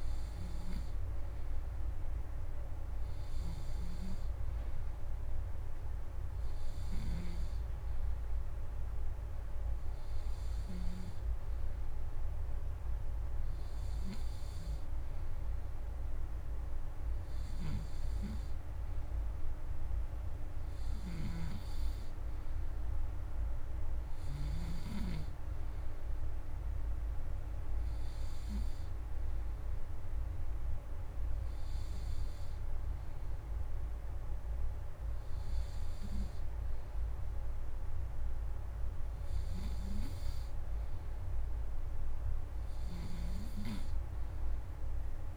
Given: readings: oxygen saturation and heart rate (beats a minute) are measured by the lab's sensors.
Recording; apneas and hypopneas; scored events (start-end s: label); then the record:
breathing in sleep, hard to hear, by a room microphone; none
3.00-11.00 s: snoring (device-marked)
20.50-24.50 s: snoring (device-marked)
39.00-45.37 s: snoring (device-marked)
From the record:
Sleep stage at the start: N2 (light sleep); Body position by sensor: on the back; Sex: male